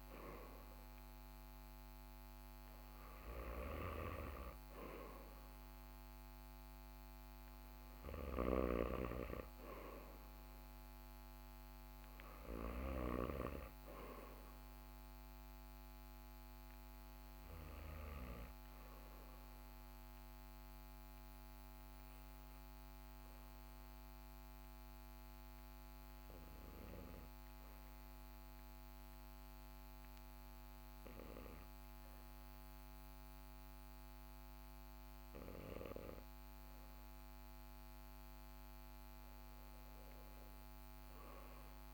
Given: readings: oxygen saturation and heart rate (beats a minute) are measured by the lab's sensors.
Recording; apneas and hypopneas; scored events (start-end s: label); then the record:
breathing in sleep by a microphone on the trachea; 1
0.00-17.50 s: snoring (device-marked)
20.00-36.00 s: hypopnea (oxygen 98% before, 93% lowest, heart rate 42 before, 37 extreme, up 3 after)
27.00-41.93 s: oxygen desaturation (device-marked, oxygen 96% before, 93% lowest, heart rate 41 before, 38 extreme)
40.50-41.93 s: arousal
From the record:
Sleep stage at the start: REM sleep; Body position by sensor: on the back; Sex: male